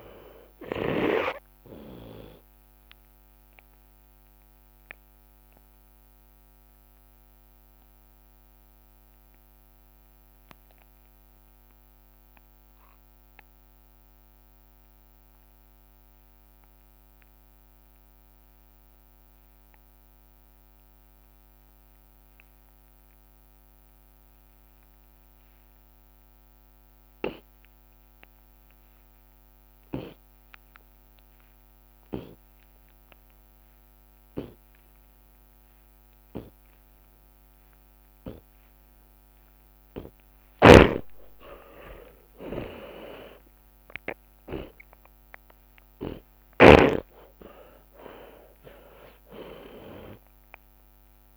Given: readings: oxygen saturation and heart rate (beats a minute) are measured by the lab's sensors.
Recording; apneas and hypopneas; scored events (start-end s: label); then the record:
breathing in sleep by a microphone on the trachea; 1
0.00-1.00 s: snoring (device-marked)
0.00-2.00 s: long interval between heartbeats (device-marked, heart rate 98 before, 50 extreme)
0.00-18.50 s: drop in pulse transit time (device-marked)
5.50-39.00 s: obstructive apnea (oxygen 97% before, 78% lowest)
18.50-20.50 s: long interval between heartbeats (device-marked, heart rate 42 before, 60 extreme)
19.50-34.50 s: oxygen desaturation (device-marked, oxygen 95% before, 78% lowest, heart rate 42 before, 33 extreme)
24.50-26.50 s: long interval between heartbeats (device-marked, heart rate 43 before, 67 extreme)
40.50-46.50 s: tachycardia (device-marked, heart rate 53 before, 121 extreme)
40.50-47.00 s: snoring (device-marked)
41.00-46.50 s: arousal
47.50-49.50 s: long interval between heartbeats (device-marked, heart rate 81 before, 110 extreme)
48.50-51.37 s: drop in pulse transit time (device-marked, heart rate 83 before, 33 extreme)
From the record:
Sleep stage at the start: N2 (light sleep); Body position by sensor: on the left side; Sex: male